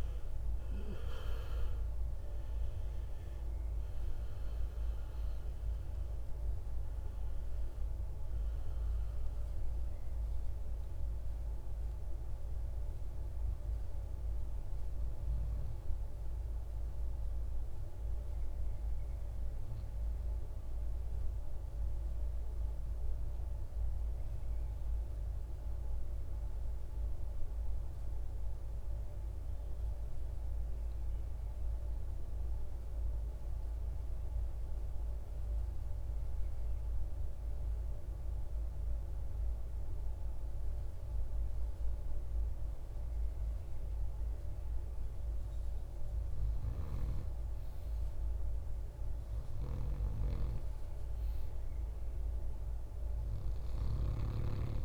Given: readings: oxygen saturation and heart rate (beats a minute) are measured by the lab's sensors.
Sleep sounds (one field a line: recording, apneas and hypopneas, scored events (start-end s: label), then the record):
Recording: breathing in sleep by a room microphone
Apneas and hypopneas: 1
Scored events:
0.00-3.00 s: arousal
0.00-22.00 s: oxygen desaturation (device-marked, oxygen 88% lowest, heart rate 53 extreme)
16.50-45.00 s: mixed apnea (oxygen 97% before, 85% lowest, heart rate 68 before, 53 extreme, up 11 after)
41.00-54.85 s: oxygen desaturation (device-marked, oxygen 97% before, 87% lowest, heart rate 55 before, 61 extreme)
49.50-54.85 s: arousal
53.00-54.85 s: snoring (device-marked)
From the record:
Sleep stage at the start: REM sleep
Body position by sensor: on the right side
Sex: male